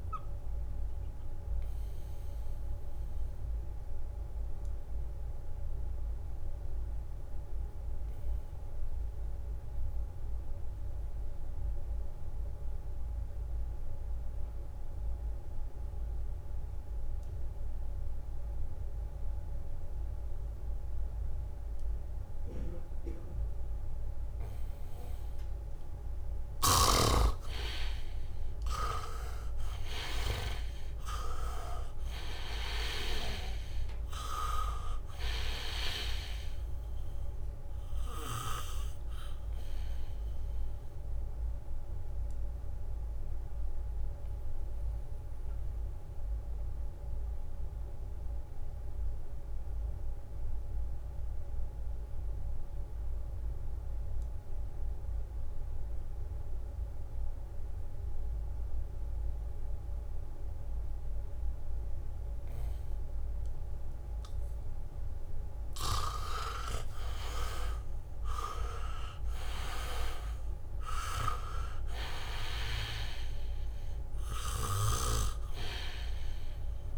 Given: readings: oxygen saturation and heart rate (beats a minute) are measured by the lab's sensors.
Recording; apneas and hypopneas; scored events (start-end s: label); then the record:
breathing in sleep by a room microphone; 2
0.00-15.50 s: oxygen desaturation (device-marked, oxygen 79% lowest, heart rate 65 extreme)
0.50-25.50 s: mixed apnea (oxygen 99% before, 78% lowest, heart rate 69 before, 65 extreme, up 0 after)
27.50-54.50 s: oxygen desaturation (device-marked, oxygen 99% before, 78% lowest, heart rate 71 before, 65 extreme)
28.50-32.00 s: arousal
34.00-37.50 s: leg movement (device-marked)
38.50-65.00 s: mixed apnea (oxygen 99% before, 76% lowest, heart rate 69 before, 65 extreme)
62.50-76.98 s: oxygen desaturation (device-marked, oxygen 99% before, 76% lowest, heart rate 72 before, 62 extreme)
66.00-74.00 s: leg movement (device-marked)
67.00-70.50 s: arousal
74.50-76.98 s: leg movement (device-marked)
From the record:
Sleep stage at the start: N2 (light sleep); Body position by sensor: on the back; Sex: male